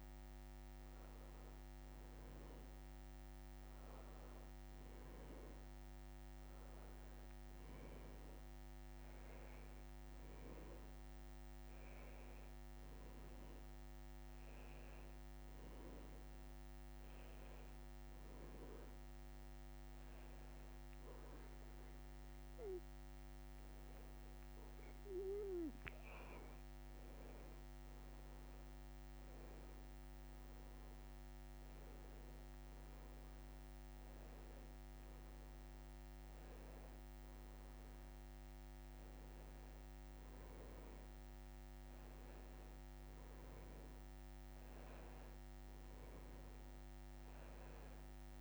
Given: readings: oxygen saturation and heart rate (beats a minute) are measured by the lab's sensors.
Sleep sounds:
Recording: breathing in sleep, hard to hear, by a microphone on the trachea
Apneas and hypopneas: 1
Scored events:
17.00-27.00 s: hypopnea (oxygen 94% before, 91% lowest, heart rate 82 before, 79 extreme, up 4 after)
29.00-33.00 s: arousal
From the record:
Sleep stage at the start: N2 (light sleep)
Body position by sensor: on the back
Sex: male

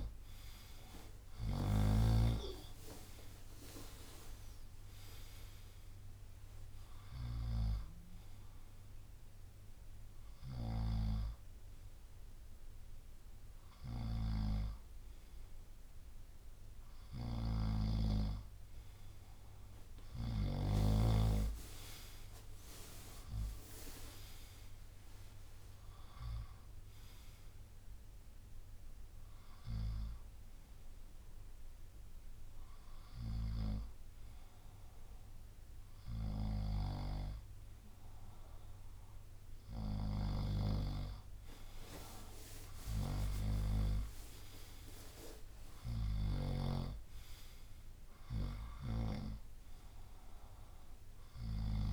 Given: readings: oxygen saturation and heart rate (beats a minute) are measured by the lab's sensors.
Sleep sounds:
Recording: breathing in sleep by a room microphone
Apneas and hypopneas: none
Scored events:
0.00-2.00 s: snoring (device-marked)
17.00-20.50 s: snoring (device-marked)
21.00-30.00 s: drop in pulse transit time (device-marked, heart rate 68 before, 68 extreme)
49.00-51.00 s: long interval between heartbeats (device-marked, heart rate 71 before, 68 extreme)
From the record:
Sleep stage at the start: N2 (light sleep)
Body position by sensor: on the front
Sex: male

